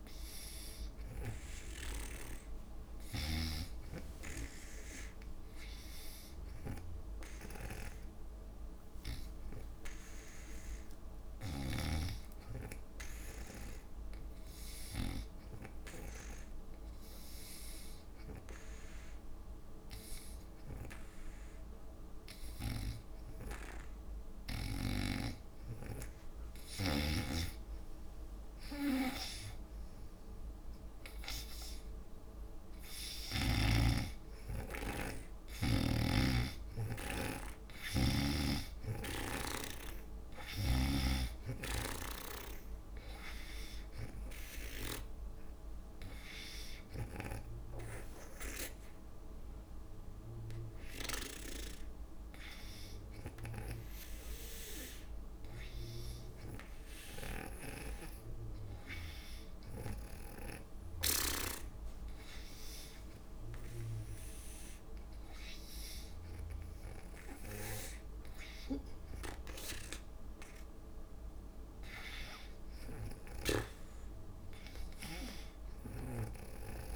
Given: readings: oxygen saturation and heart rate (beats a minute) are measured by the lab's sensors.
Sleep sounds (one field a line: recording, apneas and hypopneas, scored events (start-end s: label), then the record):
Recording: breathing in sleep by a room microphone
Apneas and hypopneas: 2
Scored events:
0.00-4.00 s: snoring (device-marked)
0.00-6.50 s: oxygen desaturation (device-marked, oxygen 92% lowest, heart rate 64 extreme)
4.50-24.00 s: hypopnea (oxygen 96% before, 86% lowest, heart rate 63 before, 69 extreme, up 3 after)
11.50-15.50 s: snoring (device-marked)
21.50-57.50 s: oxygen desaturation (device-marked, oxygen 96% before, 86% lowest, heart rate 68 before, 60 extreme)
27.00-30.00 s: arousal
47.00-58.00 s: hypopnea (oxygen 96% before, 83% lowest, heart rate 70 before, 60 extreme)
60.00-63.50 s: arousal
From the record:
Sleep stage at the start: N2 (light sleep)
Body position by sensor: on the back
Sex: female